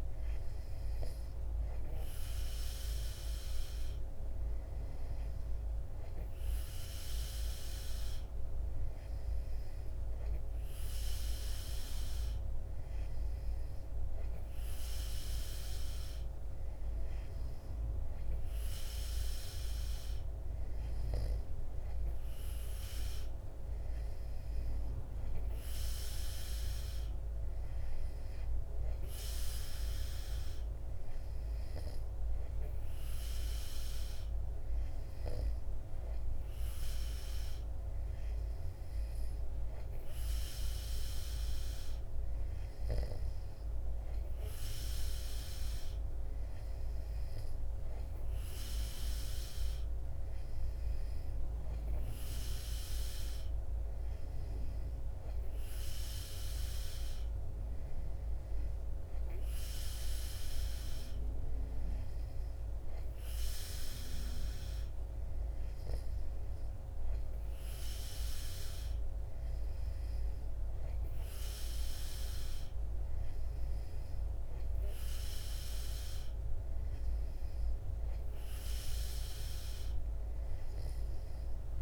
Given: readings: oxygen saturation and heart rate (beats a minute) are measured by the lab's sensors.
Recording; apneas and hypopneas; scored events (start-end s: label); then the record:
breathing in sleep, hard to hear, by a room microphone; none
none scored
From the record:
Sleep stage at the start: N2 (light sleep); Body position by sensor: on the back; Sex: male